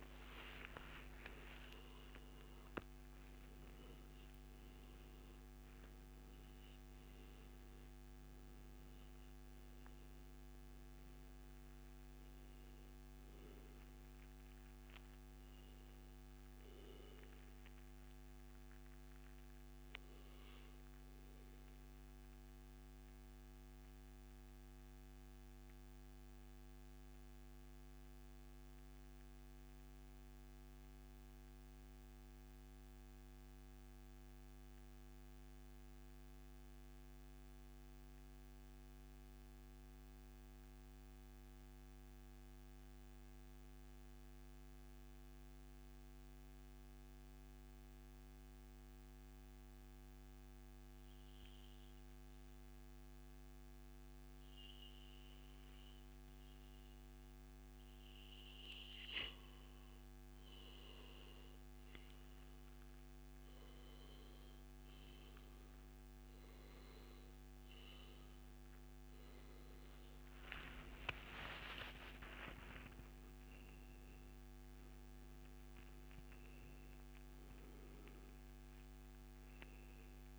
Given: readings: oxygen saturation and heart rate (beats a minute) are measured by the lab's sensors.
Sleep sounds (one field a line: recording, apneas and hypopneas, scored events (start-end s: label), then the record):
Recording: breathing in sleep by a microphone on the trachea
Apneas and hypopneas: 1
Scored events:
0.00-1.00 s: arousal
0.00-9.50 s: oxygen desaturation (device-marked, oxygen 91% lowest, heart rate 86 extreme)
14.50-20.50 s: oxygen desaturation (device-marked, oxygen 93% before, 89% lowest, heart rate 122 before, 96 extreme)
18.00-56.50 s: mixed apnea (oxygen 97% before, 89% lowest, heart rate 129 before, 83 extreme, up 32 after)
25.00-27.00 s: long interval between heartbeats (device-marked, heart rate 128 before, 107 extreme)
27.00-29.00 s: long interval between heartbeats (device-marked, heart rate 125 before, 117 extreme)
38.50-40.50 s: long interval between heartbeats (device-marked, heart rate 108 before, 106 extreme)
56.50-80.39 s: oxygen desaturation (device-marked, oxygen 98% before, 90% lowest, heart rate 99 before, 83 extreme)
57.50-59.50 s: long interval between heartbeats (device-marked, heart rate 99 before, 97 extreme)
59.00-63.50 s: arousal
69.50-74.00 s: arousal
From the record:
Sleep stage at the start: N2 (light sleep)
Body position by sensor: on the back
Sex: male